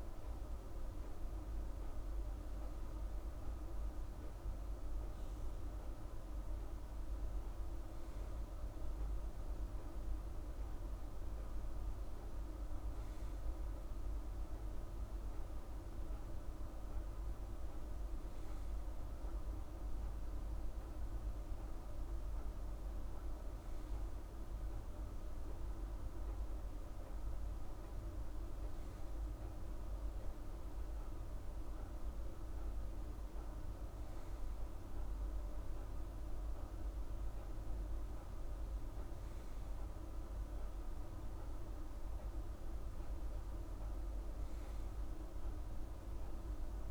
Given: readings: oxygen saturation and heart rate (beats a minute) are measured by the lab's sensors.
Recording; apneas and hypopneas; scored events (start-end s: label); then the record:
breathing in sleep, hard to hear, by a room microphone; none
none scored
From the record:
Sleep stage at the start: N2 (light sleep); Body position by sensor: on the right side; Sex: female